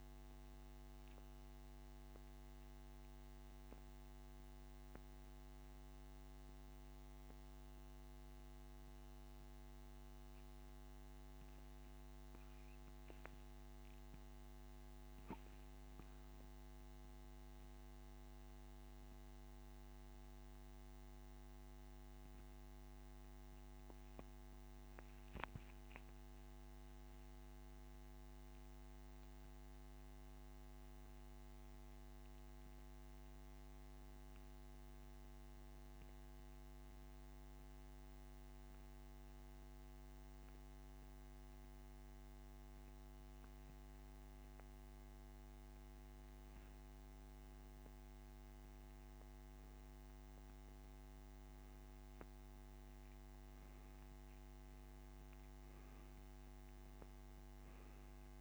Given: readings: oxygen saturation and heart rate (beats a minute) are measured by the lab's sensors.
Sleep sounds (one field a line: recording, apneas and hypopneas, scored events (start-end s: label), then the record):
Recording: breathing in sleep, hard to hear, by a microphone on the trachea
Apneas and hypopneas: 1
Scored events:
0.00-2.00 s: oxygen desaturation (device-marked, oxygen 93% lowest)
7.00-27.00 s: oxygen desaturation (device-marked, oxygen 94% before, 89% lowest)
25.50-29.00 s: arousal
30.50-43.50 s: central apnea (oxygen 96% before, 89% lowest, heart rate 30 before, 29 extreme, up 9 after)
45.50-49.50 s: arousal
52.00-58.41 s: oxygen desaturation (device-marked, oxygen 98% before, 89% lowest)
From the record:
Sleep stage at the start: N2 (light sleep)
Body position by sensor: on the back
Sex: male